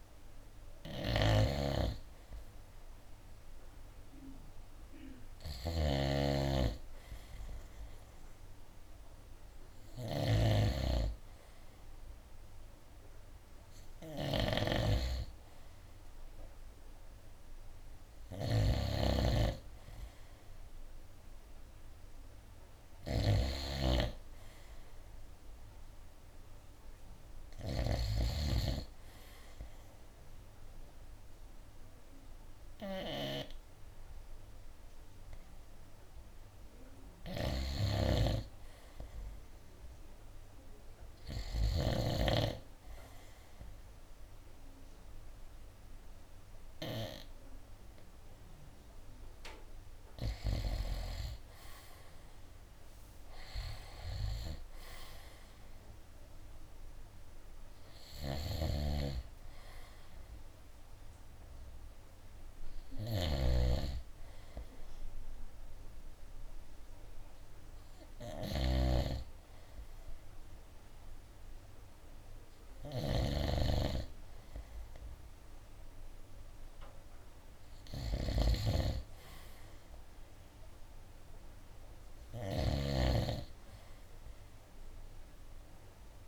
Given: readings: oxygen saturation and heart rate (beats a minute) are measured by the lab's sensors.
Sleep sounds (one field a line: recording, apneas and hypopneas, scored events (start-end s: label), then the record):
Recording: breathing in sleep by a room microphone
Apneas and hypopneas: none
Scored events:
0.00-2.50 s: oxygen desaturation (device-marked, oxygen 90% lowest, heart rate 65 extreme)
0.00-28.00 s: snoring (device-marked)
37.50-42.00 s: snoring (device-marked)
54.50-64.50 s: oxygen desaturation (device-marked, oxygen 94% before, 91% lowest, heart rate 70 before, 68 extreme)
58.50-83.00 s: snoring (device-marked)
From the record:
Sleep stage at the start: N2 (light sleep)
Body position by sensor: on the right side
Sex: male